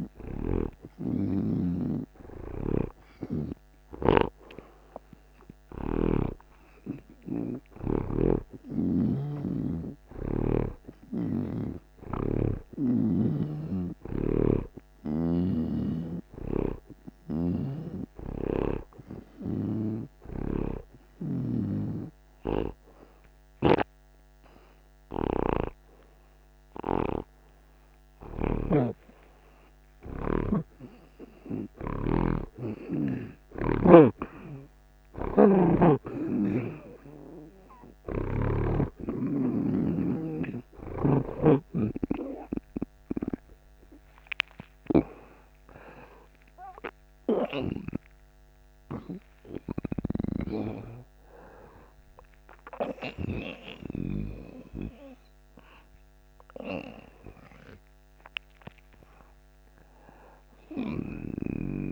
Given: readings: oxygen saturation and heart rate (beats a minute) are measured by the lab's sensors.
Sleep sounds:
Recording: a person awake in a sleep study, by a microphone on the trachea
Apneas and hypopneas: none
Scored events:
1.50-6.00 s: snoring (device-marked)
8.00-11.50 s: snoring (device-marked)
16.00-34.00 s: snoring (device-marked)
23.50-61.92 s: new sleep stage, awake
From the record:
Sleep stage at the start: N2 (light sleep)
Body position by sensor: on the right side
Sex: male

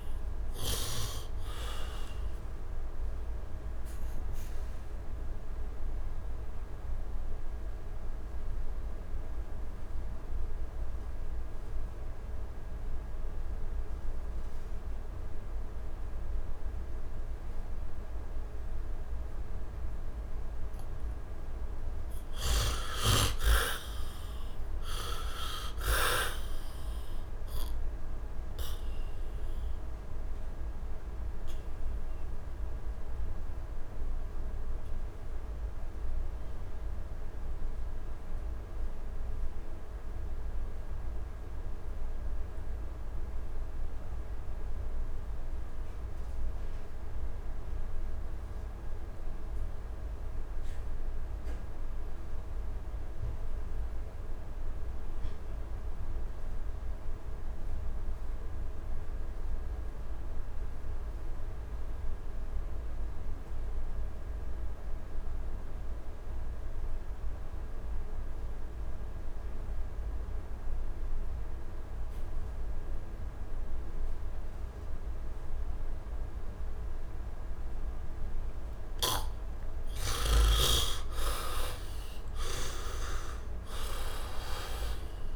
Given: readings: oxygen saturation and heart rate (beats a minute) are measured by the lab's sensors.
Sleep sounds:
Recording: breathing in sleep by a room microphone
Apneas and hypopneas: 2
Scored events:
0.00-15.50 s: oxygen desaturation (device-marked, heart rate 63 extreme)
1.50-22.50 s: mixed apnea (heart rate 72 before, 66 extreme, up 8 after)
24.50-28.00 s: arousal
25.50-42.50 s: oxygen desaturation (device-marked, oxygen 84% before, 56% lowest, heart rate 80 before, 66 extreme)
31.50-77.50 s: obstructive apnea (heart rate 83 before, 67 extreme, up 18 after)
47.50-85.36 s: oxygen desaturation (device-marked, heart rate 75 before, 68 extreme)
79.50-83.50 s: arousal
From the record:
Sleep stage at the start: N2 (light sleep)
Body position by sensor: on the back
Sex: male

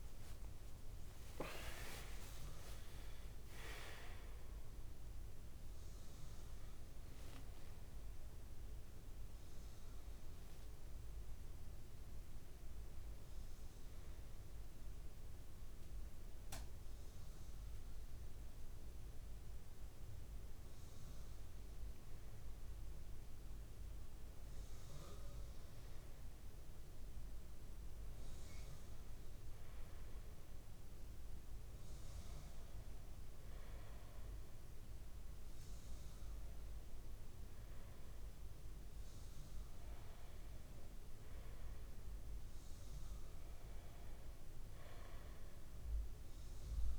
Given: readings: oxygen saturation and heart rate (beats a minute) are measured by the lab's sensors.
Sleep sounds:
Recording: a person partly awake in a sleep study, hard to hear, by a room microphone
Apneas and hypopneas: none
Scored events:
12.50-46.99 s: new sleep stage, N1 (lightest sleep)
From the record:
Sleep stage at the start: awake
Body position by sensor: on the back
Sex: male

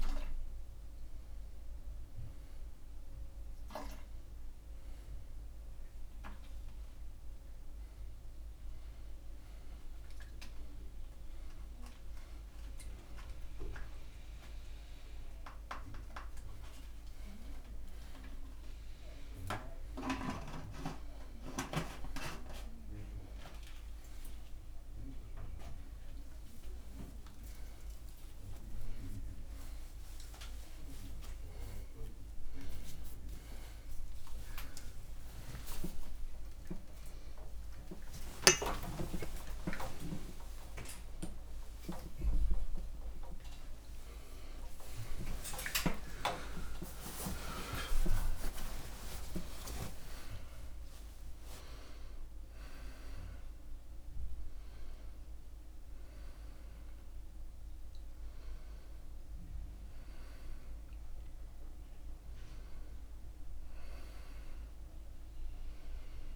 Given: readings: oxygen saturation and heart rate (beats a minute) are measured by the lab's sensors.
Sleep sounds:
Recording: a person awake in a sleep study, by a room microphone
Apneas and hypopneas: none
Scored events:
0.00-14.00 s: oxygen desaturation (device-marked, oxygen 95% lowest)
55.00-66.36 s: oxygen desaturation (device-marked, oxygen 97% before, 90% lowest)
From the record:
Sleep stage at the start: awake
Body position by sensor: on the back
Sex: male

